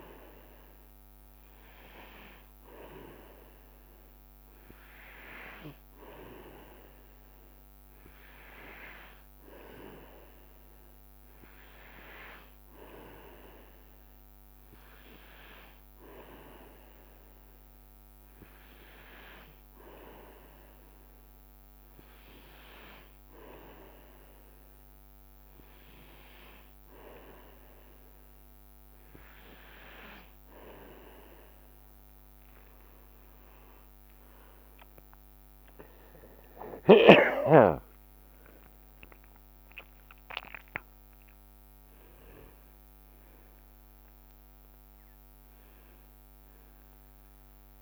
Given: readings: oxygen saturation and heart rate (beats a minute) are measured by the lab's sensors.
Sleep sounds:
breathing in sleep by a microphone on the trachea; none
0.00-3.00 s: leg movement (device-marked)
3.50-5.00 s: leg movement (device-marked)
11.00-12.50 s: leg movement (device-marked)
18.00-18.50 s: leg movement (device-marked)
21.50-22.50 s: leg movement (device-marked)
31.50-39.50 s: leg movement (device-marked)
34.00-38.50 s: arousal
From the record:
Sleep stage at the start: N2 (light sleep); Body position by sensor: on the back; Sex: male

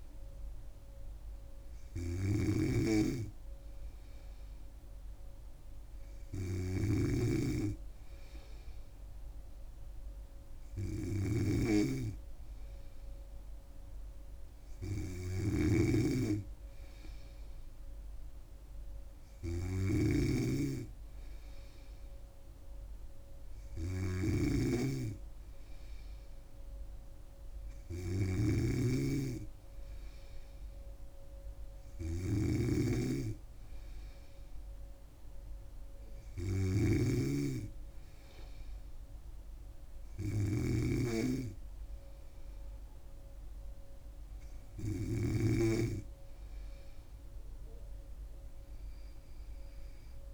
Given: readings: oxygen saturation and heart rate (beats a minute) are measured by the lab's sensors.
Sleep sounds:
breathing in sleep by a room microphone; none
0.00-45.50 s: snoring (device-marked)
From the record:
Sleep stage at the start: N3 (deep sleep); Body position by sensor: on the back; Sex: female

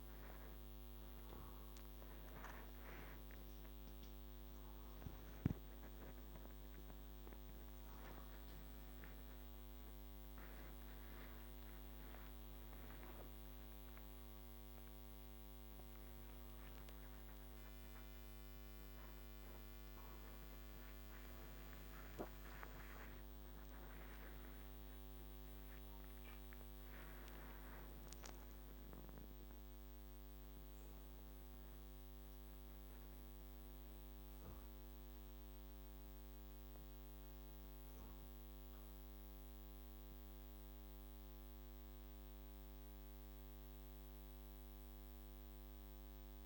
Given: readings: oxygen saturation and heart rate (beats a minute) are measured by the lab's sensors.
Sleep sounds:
a person awake in a sleep study, hard to hear, by a microphone on the trachea; none
1.50-3.50 s: long interval between heartbeats (device-marked, heart rate 99 before, 89 extreme)
5.50-8.50 s: oxygen desaturation (device-marked, oxygen 99% before, 96% lowest, heart rate 98 before, 81 extreme)
7.50-9.50 s: long interval between heartbeats (device-marked, heart rate 99 before, 122 extreme)
20.00-22.00 s: long interval between heartbeats (device-marked, heart rate 105 before, 99 extreme)
From the record:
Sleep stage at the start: awake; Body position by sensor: upright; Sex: male

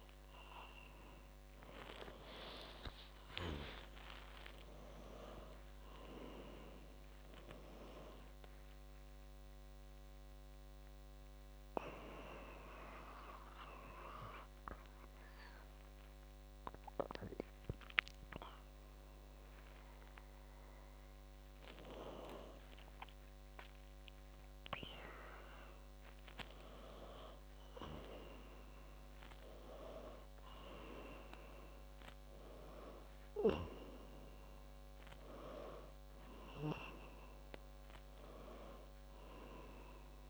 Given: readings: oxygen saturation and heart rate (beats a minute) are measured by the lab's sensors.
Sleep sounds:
a person awake in a sleep study, by a microphone on the trachea; none
6.50-22.50 s: oxygen desaturation (device-marked, oxygen 99% before, 95% lowest, heart rate 115 before, 143 extreme)
From the record:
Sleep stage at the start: awake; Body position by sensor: on the back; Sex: female

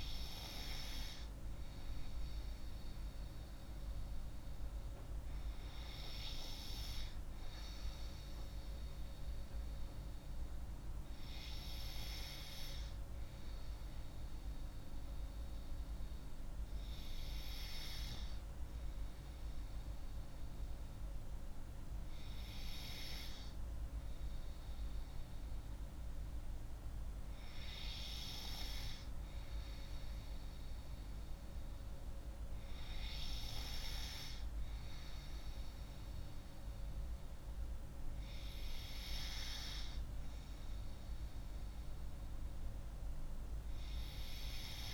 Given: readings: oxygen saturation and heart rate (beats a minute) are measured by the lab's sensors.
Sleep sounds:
breathing in sleep by a room microphone; none
none scored
From the record:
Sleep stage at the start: N3 (deep sleep); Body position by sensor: on the left side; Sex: female

